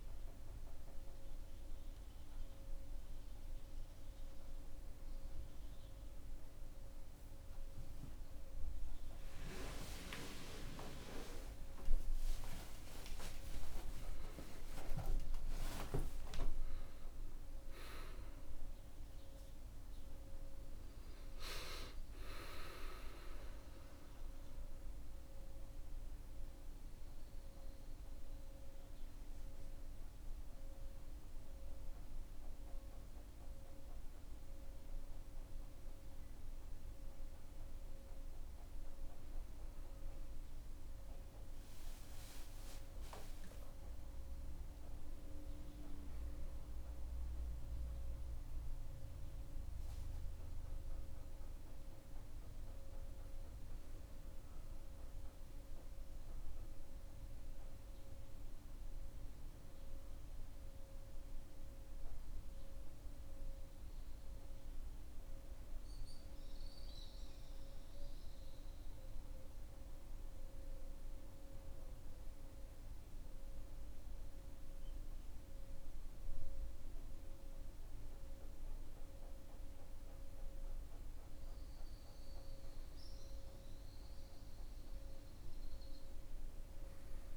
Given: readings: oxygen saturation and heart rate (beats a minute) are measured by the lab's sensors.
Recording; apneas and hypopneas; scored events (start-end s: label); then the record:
a person partly awake in a sleep study, by a room microphone; none
3.50-33.50 s: new sleep stage, awake
33.50-87.37 s: new sleep stage, N2 (light sleep)
From the record:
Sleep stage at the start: N2 (light sleep); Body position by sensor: on the back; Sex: male